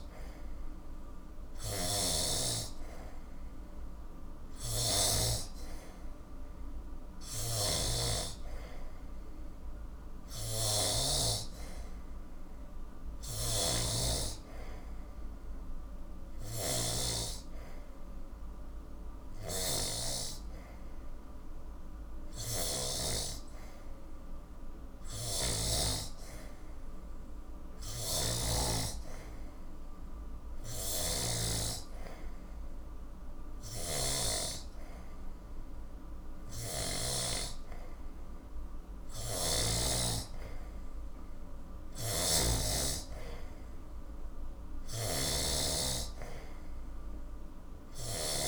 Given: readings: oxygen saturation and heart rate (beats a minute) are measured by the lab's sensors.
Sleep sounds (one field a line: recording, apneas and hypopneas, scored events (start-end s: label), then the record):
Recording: breathing in sleep by a room microphone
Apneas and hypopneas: none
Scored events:
1.50-11.00 s: snoring (device-marked)
13.00-23.00 s: snoring (device-marked)
27.50-31.50 s: snoring (device-marked)
33.50-37.00 s: snoring (device-marked)
39.00-42.50 s: snoring (device-marked)
44.50-48.48 s: snoring (device-marked)
From the record:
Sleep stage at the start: N3 (deep sleep)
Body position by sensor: on the back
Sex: male